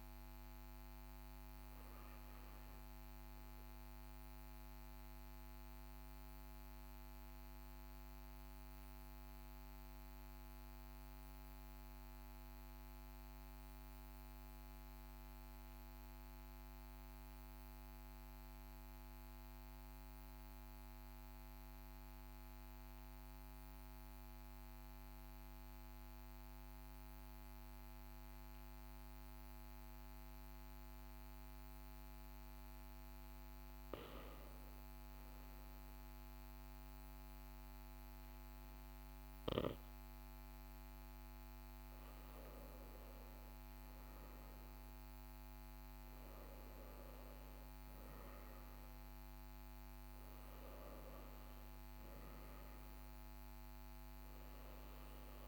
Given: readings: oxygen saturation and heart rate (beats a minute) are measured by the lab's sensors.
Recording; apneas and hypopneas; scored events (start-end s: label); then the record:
breathing in sleep, hard to hear, by a microphone on the trachea; 1
7.00-33.00 s: mixed apnea (oxygen 99% before, 94% lowest, heart rate 44 before, 41 extreme, up 1 after)
34.50-39.00 s: arousal
37.50-55.48 s: oxygen desaturation (device-marked, oxygen 98% before, 94% lowest, heart rate 43 before, 39 extreme)
From the record:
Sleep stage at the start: N2 (light sleep); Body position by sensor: on the right side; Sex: male